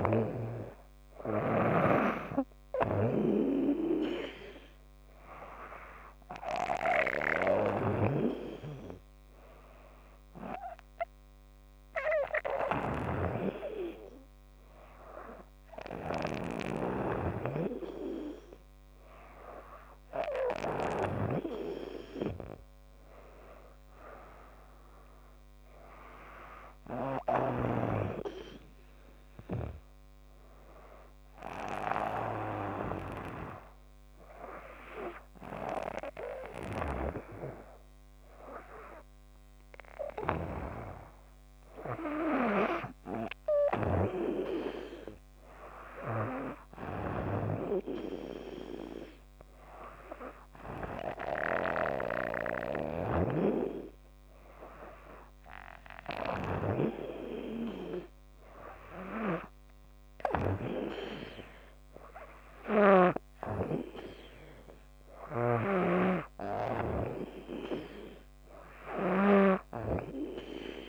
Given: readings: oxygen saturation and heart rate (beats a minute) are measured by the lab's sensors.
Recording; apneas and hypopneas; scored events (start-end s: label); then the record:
breathing in sleep by a microphone on the trachea; none
0.00-21.00 s: snoring (device-marked)
36.50-56.50 s: snoring (device-marked)
65.00-70.89 s: snoring (device-marked)
From the record:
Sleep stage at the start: N2 (light sleep); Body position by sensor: on the back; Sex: female